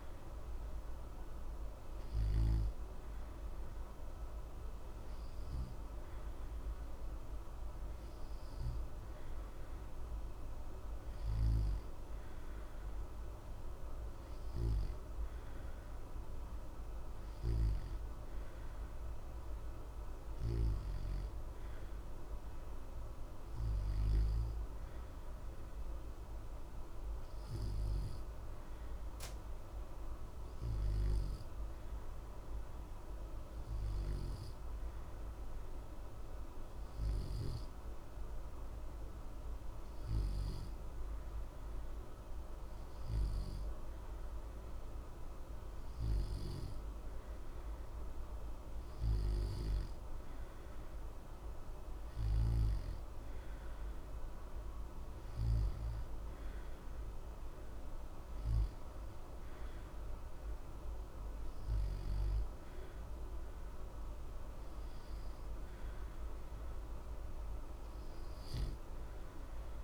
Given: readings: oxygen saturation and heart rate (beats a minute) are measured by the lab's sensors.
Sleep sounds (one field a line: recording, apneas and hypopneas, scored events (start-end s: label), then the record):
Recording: breathing in sleep, hard to hear, by a room microphone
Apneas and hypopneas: none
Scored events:
none scored
From the record:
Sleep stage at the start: N2 (light sleep)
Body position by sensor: on the back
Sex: male